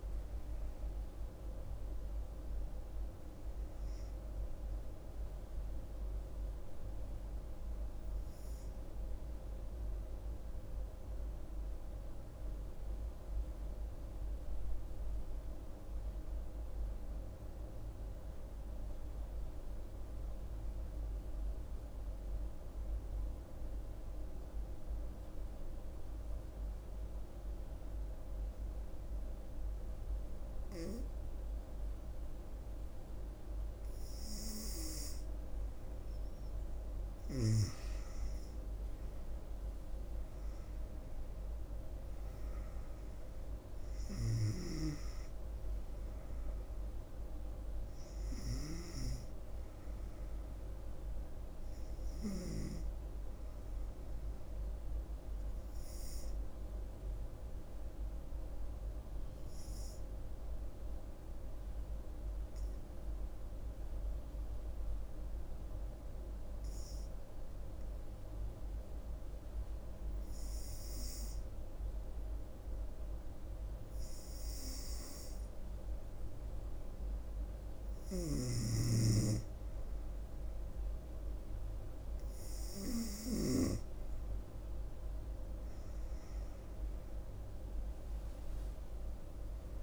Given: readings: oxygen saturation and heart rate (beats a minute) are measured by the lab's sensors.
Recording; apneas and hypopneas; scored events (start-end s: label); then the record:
breathing in sleep by a room microphone; 2
12.00-34.00 s: obstructive apnea (oxygen 97% before, 93% lowest, heart rate 74 before, 64 extreme, up 5 after)
35.50-39.00 s: arousal
36.00-63.00 s: oxygen desaturation (device-marked, oxygen 98% before, 93% lowest, heart rate 68 before, 66 extreme)
52.50-78.50 s: hypopnea (oxygen 98% before, 93% lowest, heart rate 73 before, 66 extreme, up 4 after)
80.00-89.82 s: oxygen desaturation (device-marked, oxygen 98% before, 94% lowest, heart rate 68 before, 66 extreme)
87.00-89.82 s: arousal
From the record:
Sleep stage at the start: N2 (light sleep); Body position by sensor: on the right side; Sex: female